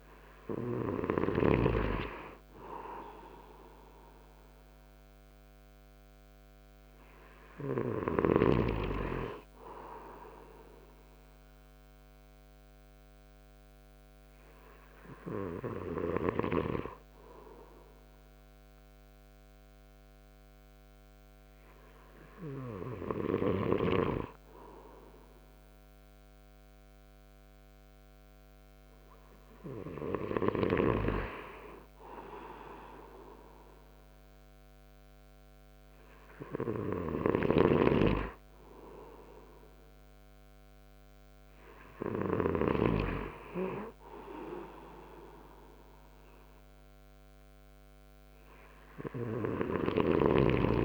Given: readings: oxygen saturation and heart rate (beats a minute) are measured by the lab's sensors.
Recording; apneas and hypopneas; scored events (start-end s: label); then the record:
breathing in sleep by a microphone on the trachea; 1
2.50-7.00 s: arousal
15.50-27.50 s: hypopnea (oxygen 96% before, 95% lowest)
31.50-35.50 s: arousal
37.50-43.00 s: snoring (device-marked)
From the record:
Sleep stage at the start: N2 (light sleep); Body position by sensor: on the right side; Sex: male